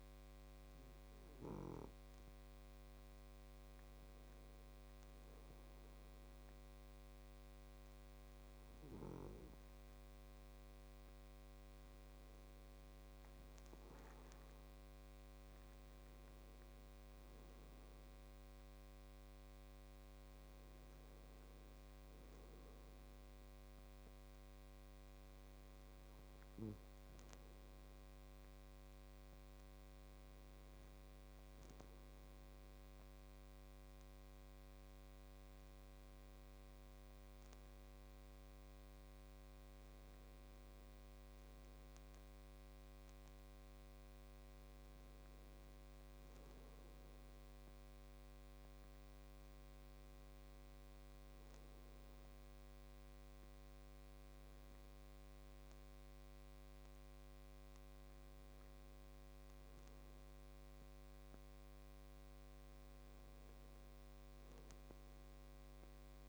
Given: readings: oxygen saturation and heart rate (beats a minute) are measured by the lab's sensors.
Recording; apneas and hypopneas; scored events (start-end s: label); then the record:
breathing in sleep, hard to hear, by a microphone on the trachea; 1
27.50-38.50 s: hypopnea (oxygen 97% before, 94% lowest, heart rate 133 before, 86 extreme, up 26 after)
42.00-45.00 s: arousal
From the record:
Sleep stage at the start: N2 (light sleep); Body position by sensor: on the back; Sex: male